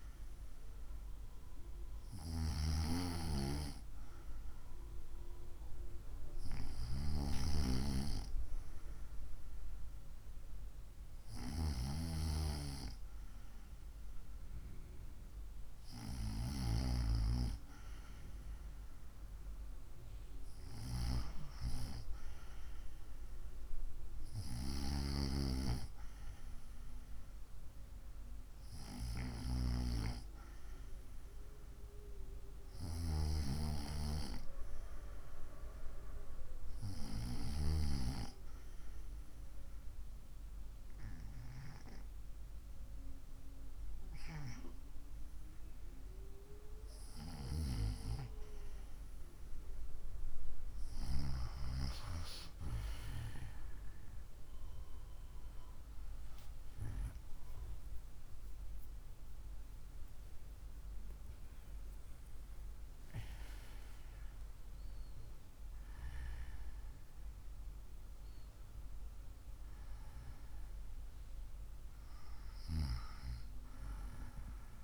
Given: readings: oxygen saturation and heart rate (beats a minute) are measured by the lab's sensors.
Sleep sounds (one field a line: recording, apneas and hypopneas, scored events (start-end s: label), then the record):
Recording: breathing in sleep by a room microphone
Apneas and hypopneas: none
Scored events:
58.00-64.50 s: arousal
From the record:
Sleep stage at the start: N2 (light sleep)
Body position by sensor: on the right side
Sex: female